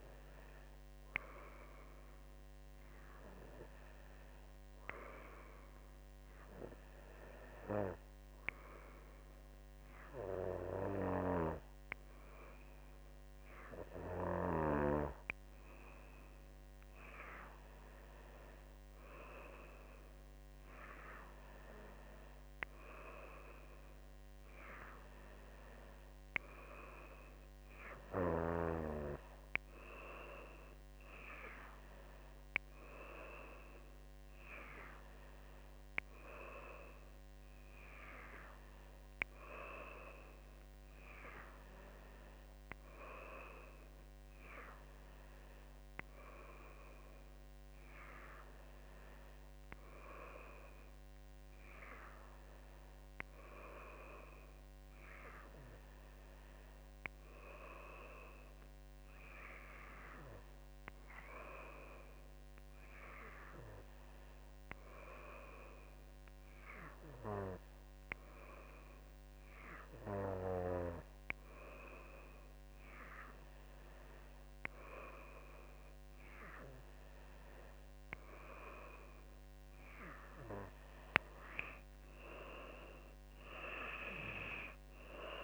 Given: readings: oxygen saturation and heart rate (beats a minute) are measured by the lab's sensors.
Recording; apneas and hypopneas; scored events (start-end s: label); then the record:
breathing in sleep by a microphone on the trachea; none
none scored
From the record:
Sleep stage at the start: N2 (light sleep); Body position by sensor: on the back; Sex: female